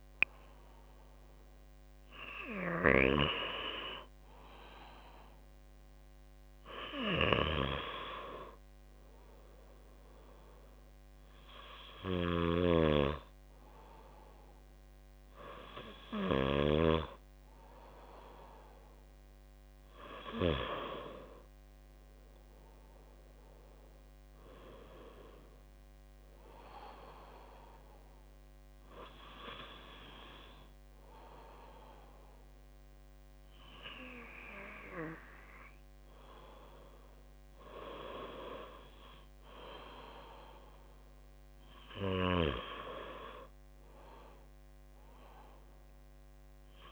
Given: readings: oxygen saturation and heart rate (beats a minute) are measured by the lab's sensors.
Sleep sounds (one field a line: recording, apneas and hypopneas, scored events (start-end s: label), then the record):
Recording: breathing in sleep by a microphone on the trachea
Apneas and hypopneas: none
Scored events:
12.00-16.50 s: snoring (device-marked)
21.00-25.00 s: arousal
From the record:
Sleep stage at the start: REM sleep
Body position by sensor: on the back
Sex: female